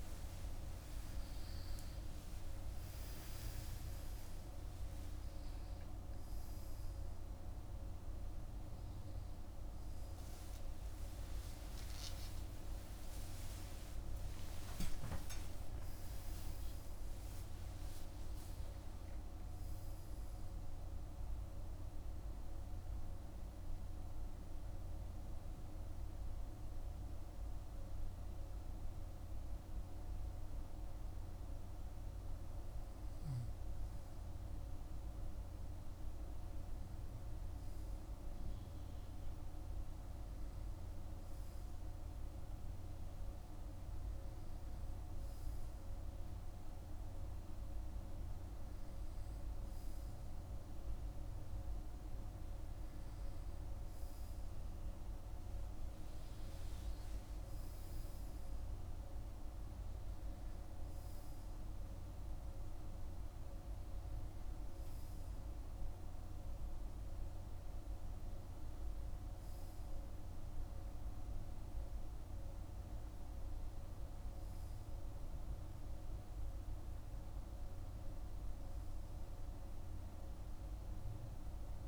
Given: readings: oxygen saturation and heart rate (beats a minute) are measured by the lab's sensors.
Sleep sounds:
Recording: a person partly awake in a sleep study, hard to hear, by a room microphone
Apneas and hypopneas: none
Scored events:
18.00-81.88 s: new sleep stage, N2 (light sleep)
From the record:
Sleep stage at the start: awake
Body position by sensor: on the right side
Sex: male

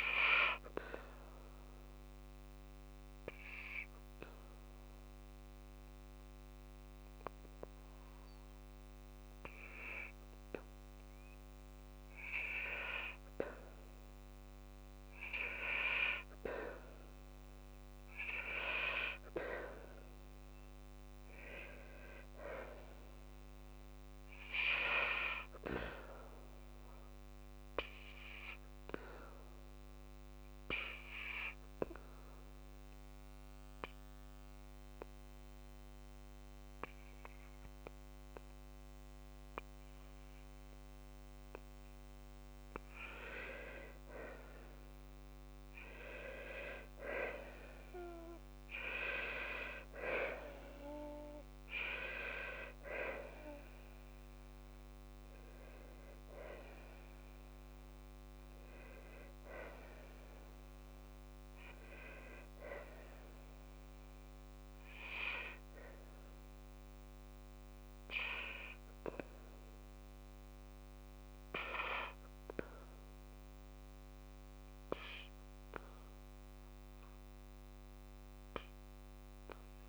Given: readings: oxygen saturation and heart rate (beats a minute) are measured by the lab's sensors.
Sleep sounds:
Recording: breathing in sleep by a microphone on the trachea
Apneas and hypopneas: 2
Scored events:
6.50-20.50 s: mixed apnea (oxygen 98% before, 92% lowest, heart rate 62 before, 57 extreme, up 1 after)
7.00-18.00 s: oxygen desaturation (device-marked, oxygen 97% before, 94% lowest, heart rate 62 before, 57 extreme)
22.50-25.00 s: arousal
43.50-45.50 s: long interval between heartbeats (device-marked, heart rate 58 before, 67 extreme)
44.50-57.00 s: obstructive apnea (oxygen 96% before, 92% lowest, heart rate 58 before, 56 extreme, up 8 after)
46.50-48.50 s: long interval between heartbeats (device-marked, heart rate 59 before, 76 extreme)
48.50-50.50 s: long interval between heartbeats (device-marked, heart rate 61 before, 87 extreme)
51.50-53.50 s: long interval between heartbeats (device-marked, heart rate 65 before, 89 extreme)
59.00-61.00 s: long interval between heartbeats (device-marked, heart rate 74 before, 68 extreme)
59.50-62.50 s: arousal
62.00-64.00 s: long interval between heartbeats (device-marked, heart rate 75 before, 77 extreme)
From the record:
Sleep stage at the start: N2 (light sleep)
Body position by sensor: on the back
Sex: female

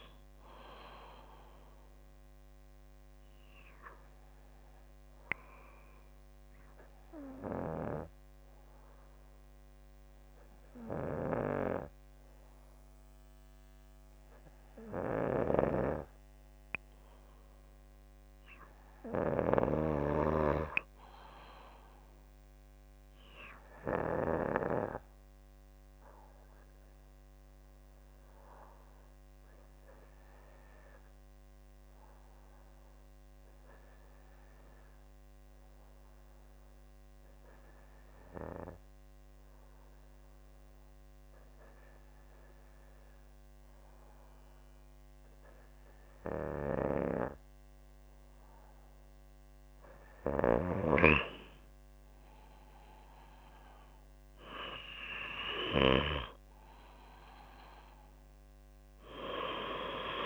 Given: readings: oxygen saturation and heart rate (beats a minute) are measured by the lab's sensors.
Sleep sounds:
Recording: breathing in sleep by a microphone on the trachea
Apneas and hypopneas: 2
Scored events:
2.00-13.50 s: hypopnea (oxygen 97% before, 94% lowest, heart rate 54 before, 48 extreme, up 4 after)
16.50-21.00 s: arousal
26.00-47.00 s: hypopnea (oxygen 97% before, 94% lowest, heart rate 50 before, 48 extreme, up 11 after)
51.00-55.50 s: arousal
From the record:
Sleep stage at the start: REM sleep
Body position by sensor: on the back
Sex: female

